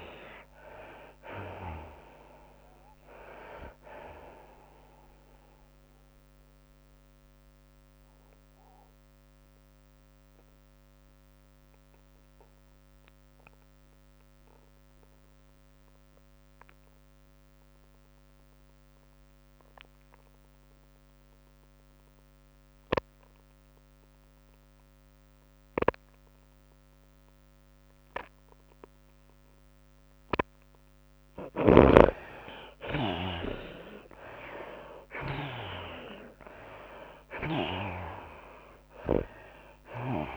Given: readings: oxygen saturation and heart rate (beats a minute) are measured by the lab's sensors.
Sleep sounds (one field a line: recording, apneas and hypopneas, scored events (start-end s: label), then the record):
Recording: breathing in sleep by a microphone on the trachea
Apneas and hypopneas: 1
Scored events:
0.00-15.00 s: drop in pulse transit time (device-marked, heart rate 105 extreme)
0.00-17.00 s: oxygen desaturation (device-marked, oxygen 68% lowest, heart rate 90 extreme)
0.00-30.00 s: tachycardia (device-marked, heart rate 113 extreme)
6.50-32.50 s: mixed apnea (oxygen 94% before, 68% lowest, heart rate 101 before, 96 extreme, up 9 after)
24.00-40.37 s: oxygen desaturation (device-marked, oxygen 99% before, 75% lowest, heart rate 108 before, 96 extreme)
32.50-34.50 s: long interval between heartbeats (device-marked, heart rate 105 before, 96 extreme)
34.00-38.00 s: arousal
35.00-40.37 s: tachycardia (device-marked, heart rate 106 before, 113 extreme)
36.00-40.37 s: drop in pulse transit time (device-marked, heart rate 103 before, 99 extreme)
From the record:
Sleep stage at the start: N2 (light sleep)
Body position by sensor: on the back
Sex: female